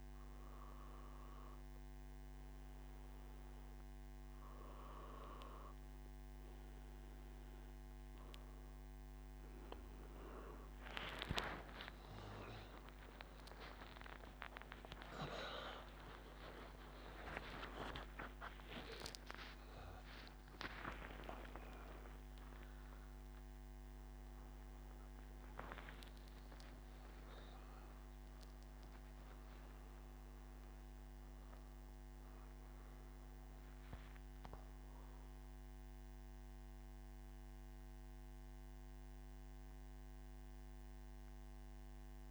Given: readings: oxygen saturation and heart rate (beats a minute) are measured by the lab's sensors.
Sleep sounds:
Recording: breathing in sleep by a microphone on the trachea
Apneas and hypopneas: none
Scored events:
none scored
From the record:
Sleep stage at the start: N2 (light sleep)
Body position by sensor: on the back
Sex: male

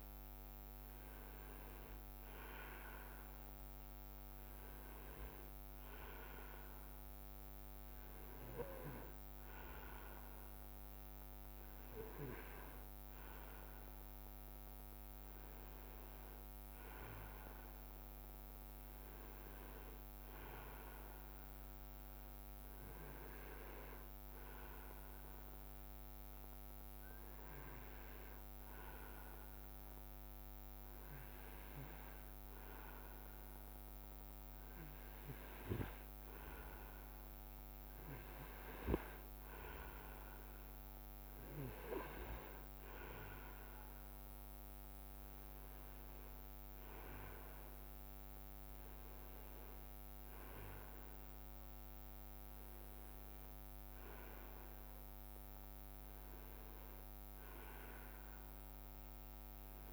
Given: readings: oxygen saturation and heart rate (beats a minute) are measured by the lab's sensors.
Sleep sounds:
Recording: breathing in sleep by a microphone on the trachea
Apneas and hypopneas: none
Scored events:
12.00-14.00 s: leg movement (device-marked)
18.50-59.93 s: new sleep stage, N2 (light sleep)
19.00-23.00 s: leg movement (device-marked)
30.00-34.50 s: leg movement (device-marked)
42.00-50.50 s: leg movement (device-marked)
56.50-59.93 s: leg movement (device-marked)
From the record:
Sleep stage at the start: N1 (lightest sleep)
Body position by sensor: on the right side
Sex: male

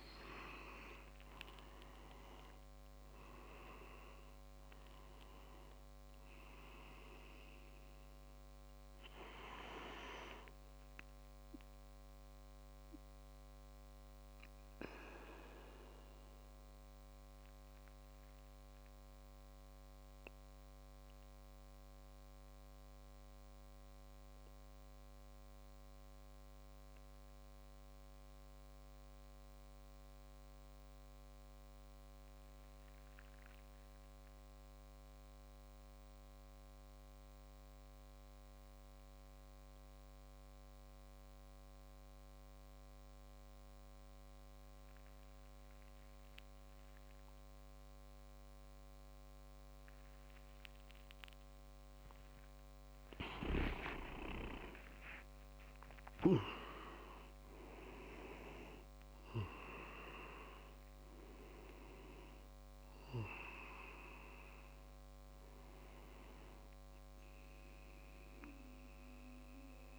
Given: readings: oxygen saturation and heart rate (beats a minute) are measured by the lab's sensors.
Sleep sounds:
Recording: breathing in sleep by a microphone on the trachea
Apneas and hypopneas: 1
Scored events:
0.00-2.50 s: leg movement (device-marked)
0.00-13.00 s: oxygen desaturation (device-marked, oxygen 92% lowest)
0.00-15.00 s: tachycardia (device-marked)
13.50-52.00 s: mixed apnea (oxygen 97% before, 93% lowest)
44.00-59.00 s: oxygen desaturation (device-marked, oxygen 100% before, 96% lowest)
53.00-58.00 s: leg movement (device-marked)
53.50-58.50 s: arousal
61.00-69.99 s: oxygen desaturation (device-marked, oxygen 98% before, 95% lowest)
From the record:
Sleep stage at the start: N2 (light sleep)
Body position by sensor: on the back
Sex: male

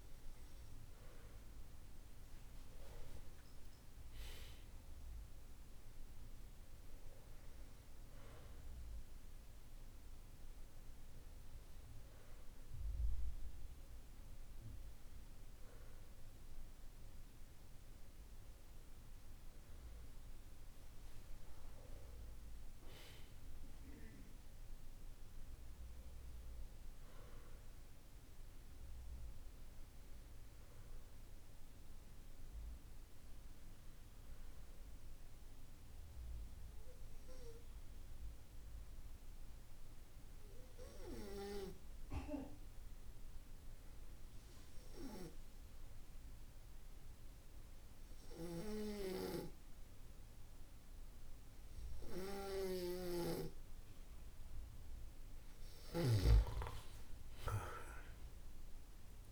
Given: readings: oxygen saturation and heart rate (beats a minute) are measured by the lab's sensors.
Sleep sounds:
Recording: breathing in sleep by a room microphone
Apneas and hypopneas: 1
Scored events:
33.50-52.50 s: hypopnea (oxygen 95% before, 93% lowest, heart rate 50 before, 49 extreme, up 19 after)
56.50-59.32 s: arousal
From the record:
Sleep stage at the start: N2 (light sleep)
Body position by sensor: on the back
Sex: male

